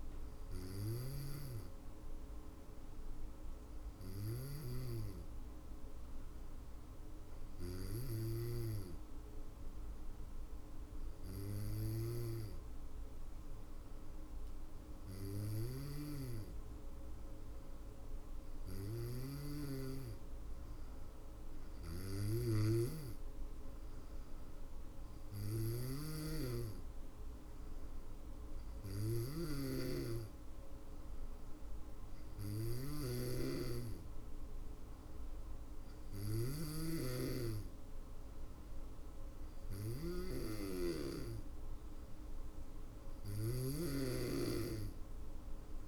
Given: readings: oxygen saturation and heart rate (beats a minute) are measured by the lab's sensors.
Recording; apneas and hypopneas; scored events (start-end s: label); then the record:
breathing in sleep by a room microphone; none
14.00-26.00 s: drop in pulse transit time (device-marked, heart rate 55 before, 54 extreme)
14.50-35.50 s: snoring (device-marked)
42.00-45.88 s: snoring (device-marked)
From the record:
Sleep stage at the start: N2 (light sleep); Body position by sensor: on the back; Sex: female